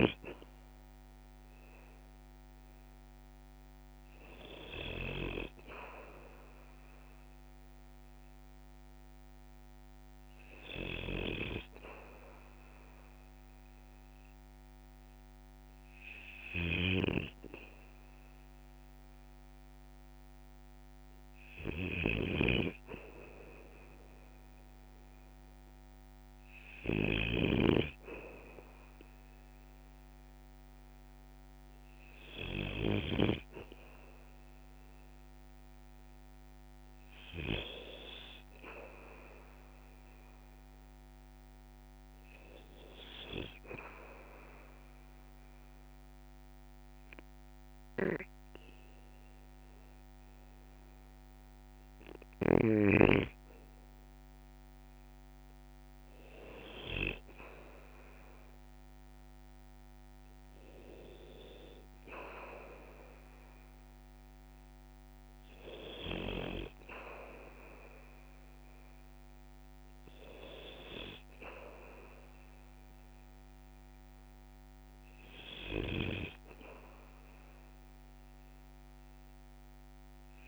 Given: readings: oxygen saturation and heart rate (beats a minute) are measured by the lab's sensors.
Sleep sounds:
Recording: breathing in sleep by a microphone on the trachea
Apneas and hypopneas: 2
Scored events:
6.00-24.00 s: oxygen desaturation (device-marked, oxygen 97% before, 93% lowest, heart rate 58 before, 52 extreme)
11.00-22.50 s: hypopnea (oxygen 98% before, 93% lowest, heart rate 57 before, 56 extreme, up 5 after)
16.50-27.50 s: snoring (device-marked)
24.00-28.50 s: arousal
43.50-54.50 s: obstructive apnea (oxygen 98% before, 96% lowest, heart rate 57 before, 55 extreme, up 2 after)
57.50-61.50 s: arousal
75.50-80.48 s: snoring (device-marked)
From the record:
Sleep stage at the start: N2 (light sleep)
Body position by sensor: on the back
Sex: male

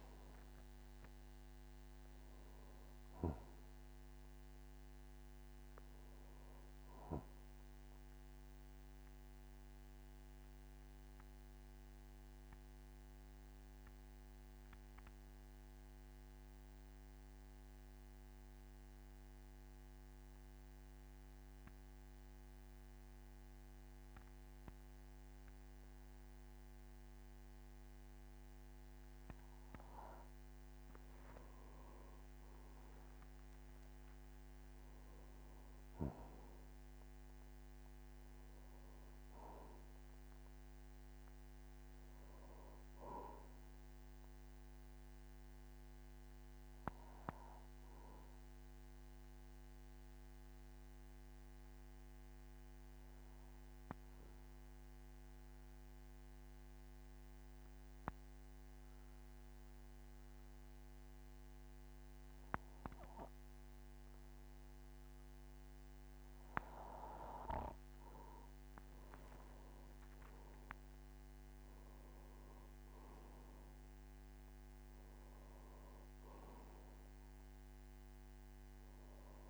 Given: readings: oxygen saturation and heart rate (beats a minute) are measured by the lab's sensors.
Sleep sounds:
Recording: breathing in sleep by a microphone on the trachea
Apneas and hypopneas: 2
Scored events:
0.00-26.00 s: oxygen desaturation (device-marked, oxygen 90% lowest, heart rate 45 extreme)
9.50-29.50 s: central apnea (oxygen 98% before, 90% lowest, heart rate 70 before, 45 extreme, up 32 after)
32.00-35.50 s: arousal
34.00-36.00 s: long interval between heartbeats (device-marked, heart rate 48 before, 74 extreme)
41.00-61.00 s: oxygen desaturation (device-marked, oxygen 99% before, 95% lowest, heart rate 58 before, 48 extreme)
46.50-66.00 s: obstructive apnea (oxygen 99% before, 92% lowest, heart rate 60 before, 46 extreme, up 11 after)
69.50-73.00 s: arousal
71.00-79.50 s: oxygen desaturation (device-marked, oxygen 99% before, 92% lowest, heart rate 50 before, 46 extreme)
From the record:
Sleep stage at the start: N2 (light sleep)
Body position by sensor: on the back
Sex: male

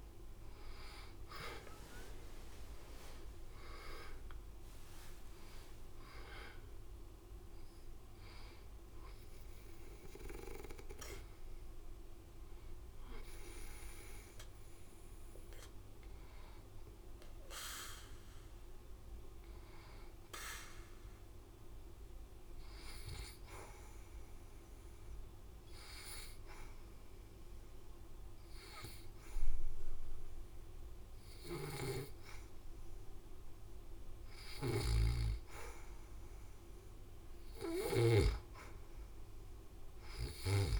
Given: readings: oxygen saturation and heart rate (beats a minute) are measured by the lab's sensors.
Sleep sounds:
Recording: breathing in sleep by a room microphone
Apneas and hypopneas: 1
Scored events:
0.00-3.00 s: arousal
0.00-4.00 s: leg movement (device-marked)
2.50-26.50 s: oxygen desaturation (device-marked, oxygen 92% before, 82% lowest, heart rate 73 before, 65 extreme)
24.00-34.50 s: obstructive apnea (oxygen 92% before, 86% lowest, heart rate 74 before, 67 extreme, up 7 after)
37.00-40.50 s: arousal
From the record:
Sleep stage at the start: N2 (light sleep)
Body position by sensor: on the back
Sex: female

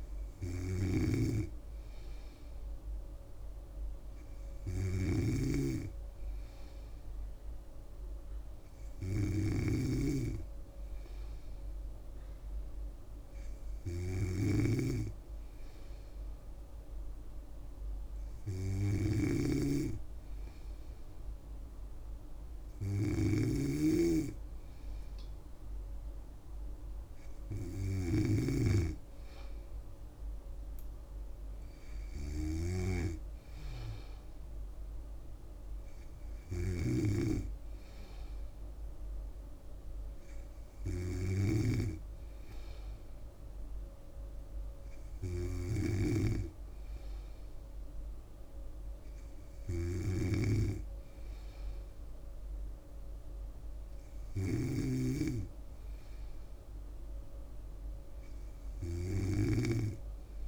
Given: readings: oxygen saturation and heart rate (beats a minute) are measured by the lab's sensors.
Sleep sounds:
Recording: breathing in sleep by a room microphone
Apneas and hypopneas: none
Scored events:
0.00-60.48 s: snoring (device-marked)
From the record:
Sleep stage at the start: N3 (deep sleep)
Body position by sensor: on the back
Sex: female

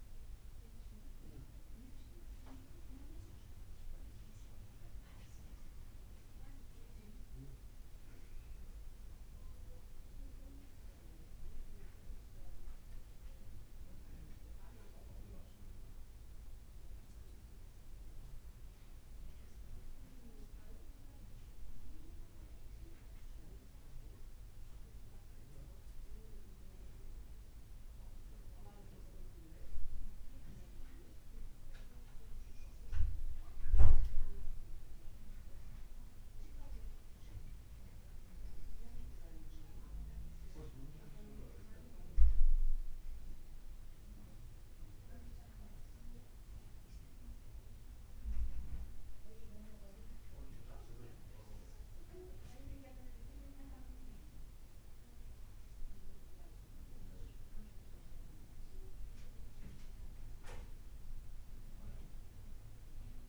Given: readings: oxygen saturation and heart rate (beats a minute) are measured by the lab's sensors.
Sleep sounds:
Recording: breathing in sleep by a room microphone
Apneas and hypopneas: none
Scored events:
none scored
From the record:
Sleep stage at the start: N1 (lightest sleep)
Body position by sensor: on the back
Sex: male

